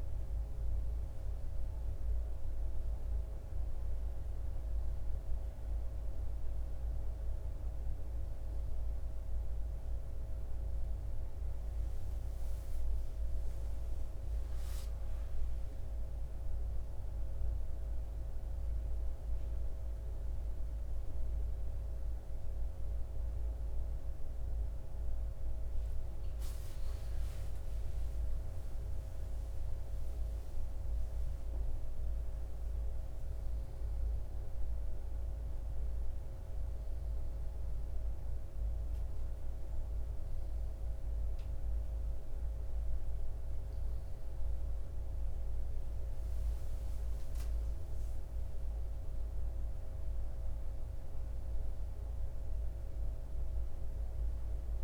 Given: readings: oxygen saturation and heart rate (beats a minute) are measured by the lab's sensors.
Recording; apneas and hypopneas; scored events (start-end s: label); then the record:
a person awake in a sleep study, hard to hear, by a room microphone; none
27.50-54.84 s: new sleep stage, N1 (lightest sleep)
From the record:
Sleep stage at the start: awake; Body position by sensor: on the left side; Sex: male